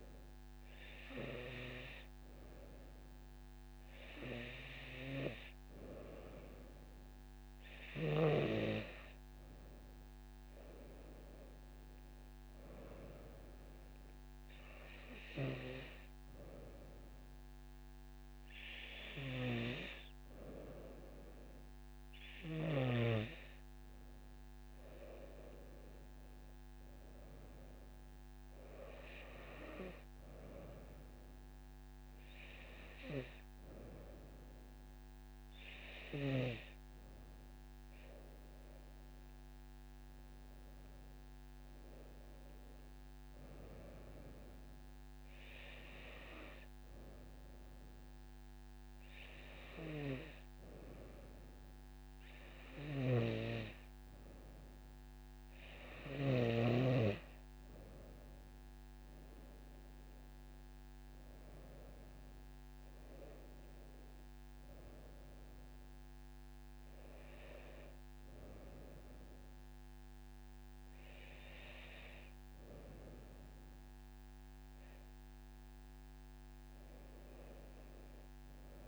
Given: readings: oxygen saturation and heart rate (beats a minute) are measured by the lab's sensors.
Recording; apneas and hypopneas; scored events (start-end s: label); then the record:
breathing in sleep by a microphone on the trachea; none
58.00-62.00 s: arousal
From the record:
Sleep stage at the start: N2 (light sleep); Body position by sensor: on the right side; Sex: female